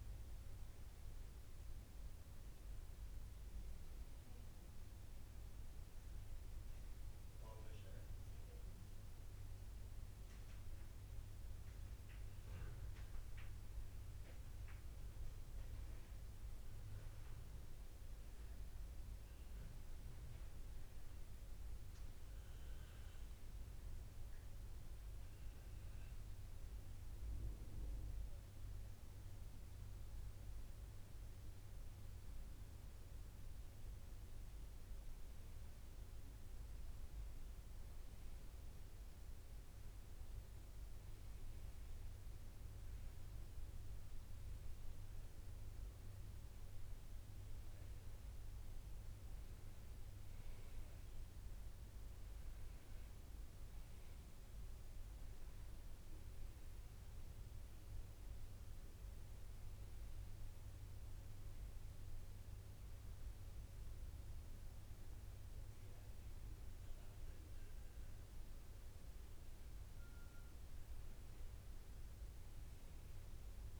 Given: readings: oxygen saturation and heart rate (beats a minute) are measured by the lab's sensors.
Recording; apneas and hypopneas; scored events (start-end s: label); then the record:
breathing in sleep, hard to hear, by a room microphone; none
none scored
From the record:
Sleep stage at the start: N2 (light sleep); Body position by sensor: on the right side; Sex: male